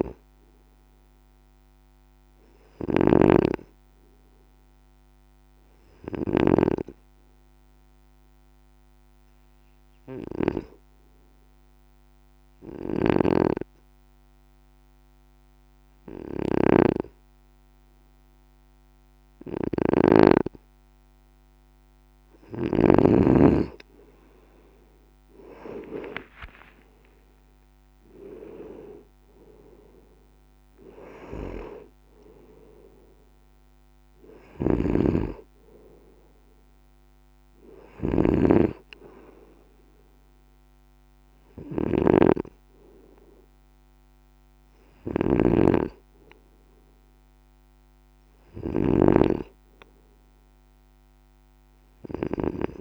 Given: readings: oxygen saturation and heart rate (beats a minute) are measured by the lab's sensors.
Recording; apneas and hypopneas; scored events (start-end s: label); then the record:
breathing in sleep by a microphone on the trachea; 1
0.00-6.50 s: snoring (device-marked)
11.50-24.00 s: obstructive apnea (oxygen 96% before, 92% lowest, heart rate 55 before, 53 extreme, up 7 after)
13.00-23.00 s: snoring (device-marked)
26.00-29.00 s: arousal
30.50-52.81 s: oxygen desaturation (device-marked, oxygen 96% before, 92% lowest, heart rate 55 before, 53 extreme)
34.50-52.81 s: snoring (device-marked)
From the record:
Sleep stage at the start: N2 (light sleep); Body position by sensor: on the right side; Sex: male